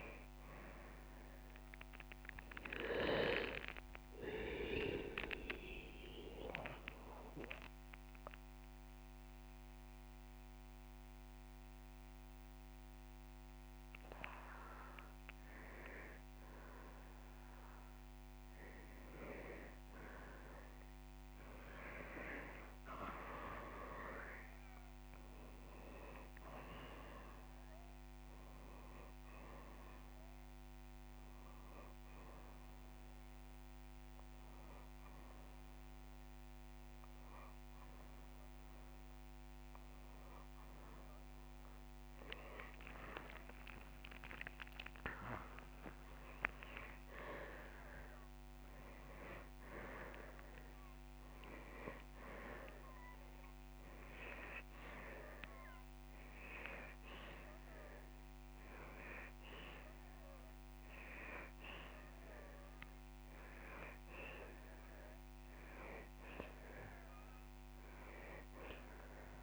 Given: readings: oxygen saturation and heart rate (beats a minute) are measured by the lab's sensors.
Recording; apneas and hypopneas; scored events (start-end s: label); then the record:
breathing in sleep by a microphone on the trachea; 2
4.00-15.00 s: central apnea (oxygen 97% before, 94% lowest)
17.50-22.00 s: arousal
19.50-21.50 s: long interval between heartbeats (device-marked)
32.00-44.50 s: hypopnea (oxygen 99% before, 94% lowest)
32.50-45.50 s: oxygen desaturation (device-marked, oxygen 99% before, 94% lowest)
42.00-44.00 s: long interval between heartbeats (device-marked)
47.50-51.50 s: arousal
54.50-66.50 s: oxygen desaturation (device-marked, oxygen 99% before, 96% lowest)
60.50-62.50 s: long interval between heartbeats (device-marked)
From the record:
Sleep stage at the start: N2 (light sleep); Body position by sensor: on the back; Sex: male